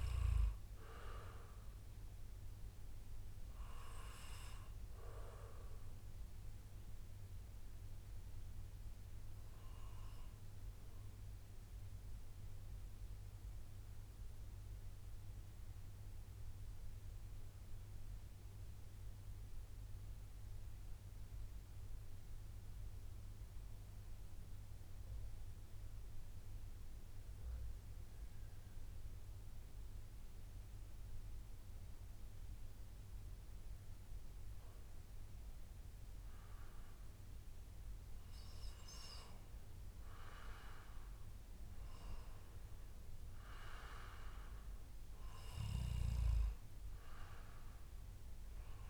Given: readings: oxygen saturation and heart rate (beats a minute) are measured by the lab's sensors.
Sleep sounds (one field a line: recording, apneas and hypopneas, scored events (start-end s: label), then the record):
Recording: breathing in sleep by a room microphone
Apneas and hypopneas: 1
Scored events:
4.00-17.00 s: oxygen desaturation (device-marked, oxygen 95% before, 92% lowest, heart rate 140 before, 74 extreme)
5.00-7.00 s: long interval between heartbeats (device-marked, heart rate 140 before, 134 extreme)
10.50-33.00 s: central apnea (oxygen 95% before, 92% lowest, heart rate 137 before, 74 extreme, up 49 after)
14.00-16.00 s: long interval between heartbeats (device-marked, heart rate 130 before, 107 extreme)
16.50-18.50 s: long interval between heartbeats (device-marked, heart rate 127 before, 108 extreme)
18.50-20.50 s: long interval between heartbeats (device-marked, heart rate 124 before, 107 extreme)
27.50-29.50 s: long interval between heartbeats (device-marked, heart rate 106 before, 88 extreme)
34.50-39.00 s: arousal
From the record:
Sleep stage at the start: REM sleep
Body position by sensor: on the back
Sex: male